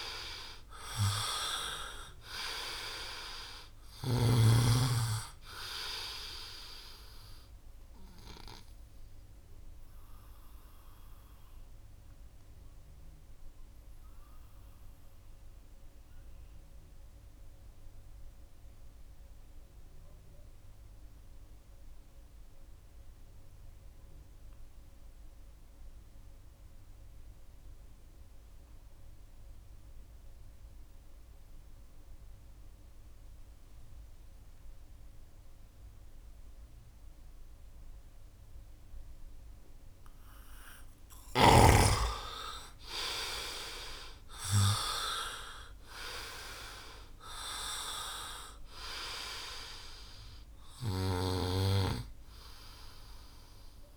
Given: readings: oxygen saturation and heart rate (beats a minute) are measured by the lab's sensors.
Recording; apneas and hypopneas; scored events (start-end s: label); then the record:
breathing in sleep by a room microphone; 1
0.00-1.50 s: arousal
0.00-24.00 s: oxygen desaturation (device-marked, oxygen 82% lowest, heart rate 63 extreme)
10.00-40.00 s: obstructive apnea (oxygen 99% before, 80% lowest, heart rate 68 before, 66 extreme, up 11 after)
36.00-53.97 s: oxygen desaturation (device-marked, oxygen 98% before, 80% lowest, heart rate 68 before, 65 extreme)
40.00-42.00 s: long interval between heartbeats (device-marked, heart rate 68 before, 72 extreme)
43.00-46.50 s: arousal
From the record:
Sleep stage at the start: N2 (light sleep); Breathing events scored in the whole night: 320 in 4.1 hours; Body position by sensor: on the right side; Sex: male